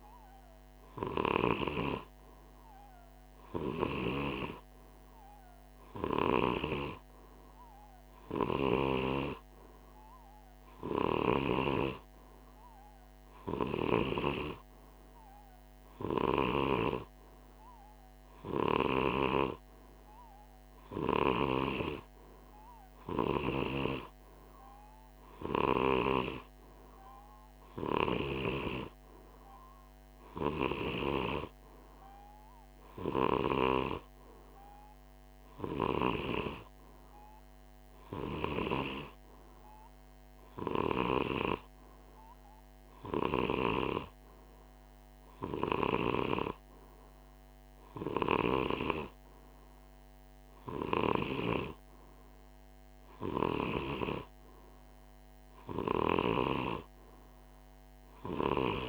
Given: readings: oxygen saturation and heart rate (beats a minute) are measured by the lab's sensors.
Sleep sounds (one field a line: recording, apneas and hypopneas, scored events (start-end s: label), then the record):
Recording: breathing in sleep by a microphone on the trachea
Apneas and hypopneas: none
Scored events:
none scored
From the record:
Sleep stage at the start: N2 (light sleep)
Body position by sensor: on the right side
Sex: male